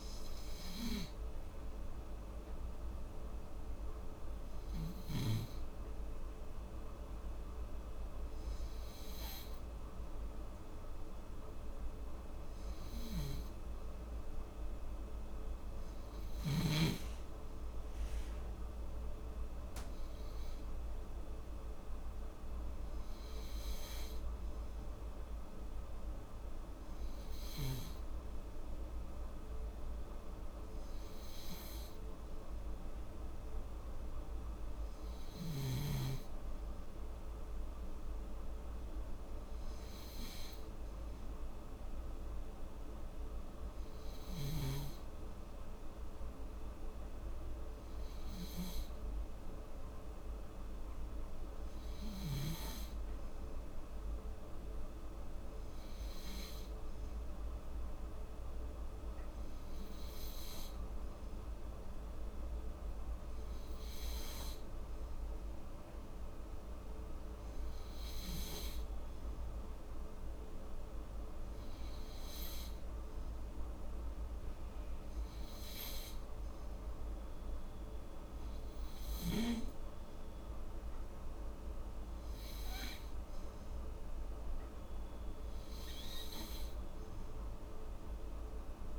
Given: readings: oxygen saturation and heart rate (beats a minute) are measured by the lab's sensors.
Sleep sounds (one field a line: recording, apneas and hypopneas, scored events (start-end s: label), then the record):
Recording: breathing in sleep by a room microphone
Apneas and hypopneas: none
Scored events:
1.50-61.50 s: new sleep stage, N2 (light sleep)
61.50-88.99 s: new sleep stage, N3 (deep sleep)
From the record:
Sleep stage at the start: N3 (deep sleep)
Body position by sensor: on the back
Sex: female